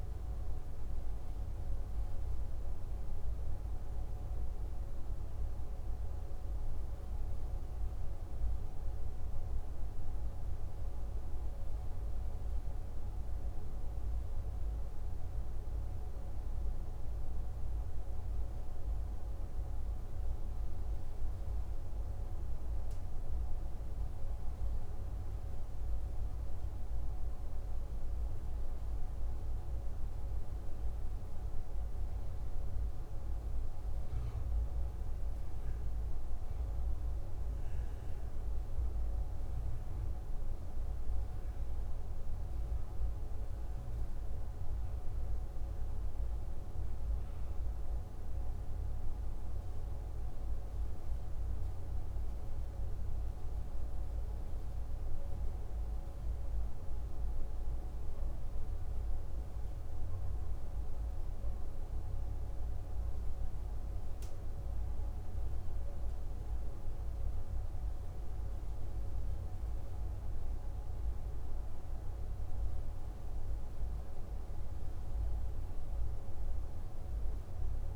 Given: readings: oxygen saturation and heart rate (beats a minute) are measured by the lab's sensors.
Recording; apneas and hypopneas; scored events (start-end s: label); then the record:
breathing in sleep, hard to hear, by a room microphone; 2
2.50-22.00 s: hypopnea (oxygen 97% before, 96% lowest, heart rate 59 before, 50 extreme, up 6 after)
23.50-28.00 s: arousal
47.50-64.50 s: hypopnea (oxygen 97% before, 96% lowest, heart rate 55 before, 53 extreme, up 2 after)
66.50-71.00 s: arousal
From the record:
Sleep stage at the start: N2 (light sleep); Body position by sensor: on the back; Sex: male